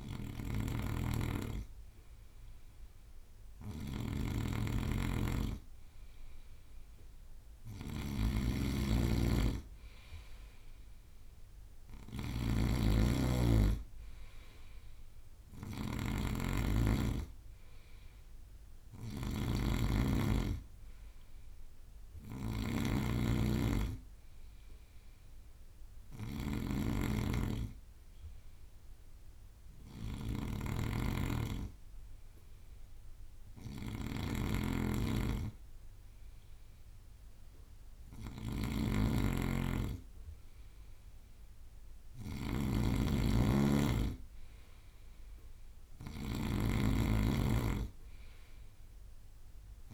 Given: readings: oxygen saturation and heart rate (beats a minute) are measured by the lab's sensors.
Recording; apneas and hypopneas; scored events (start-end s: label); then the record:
breathing in sleep by a room microphone; none
0.00-15.00 s: bradycardia (device-marked, heart rate 54 extreme)
0.00-49.94 s: snoring (device-marked)
18.00-37.00 s: bradycardia (device-marked, heart rate 57 before, 54 extreme)
43.00-46.00 s: bradycardia (device-marked, heart rate 57 before, 61 extreme)
From the record:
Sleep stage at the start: N2 (light sleep); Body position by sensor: on the right side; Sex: male